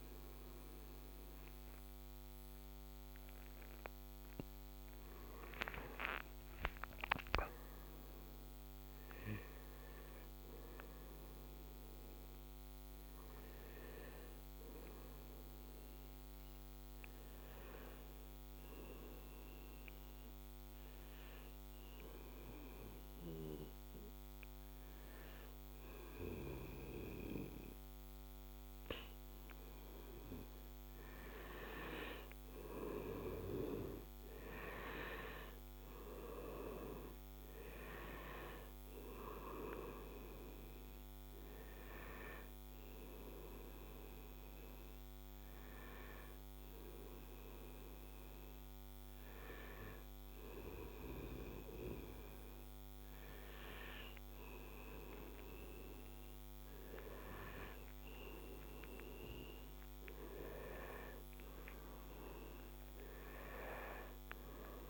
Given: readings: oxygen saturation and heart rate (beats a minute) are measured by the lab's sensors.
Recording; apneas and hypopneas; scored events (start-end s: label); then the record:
breathing in sleep by a microphone on the trachea; 2
1.00-16.00 s: oxygen desaturation (device-marked, oxygen 96% before, 89% lowest, heart rate 80 before, 80 extreme)
6.00-8.00 s: long interval between heartbeats (device-marked, heart rate 79 before, 88 extreme)
19.50-32.00 s: hypopnea (oxygen 96% before, 88% lowest, heart rate 85 before, 80 extreme, up 2 after)
34.00-51.00 s: oxygen desaturation (device-marked, oxygen 95% before, 88% lowest, heart rate 81 before, 81 extreme)
35.50-40.00 s: arousal
44.00-55.50 s: hypopnea (oxygen 95% before, 88% lowest, heart rate 81 before, 81 extreme, up 6 after)
57.50-62.50 s: arousal
63.00-64.90 s: oxygen desaturation (device-marked, oxygen 96% before, 91% lowest, heart rate 83 before, 78 extreme)
From the record:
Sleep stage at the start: N2 (light sleep); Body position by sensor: on the right side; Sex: male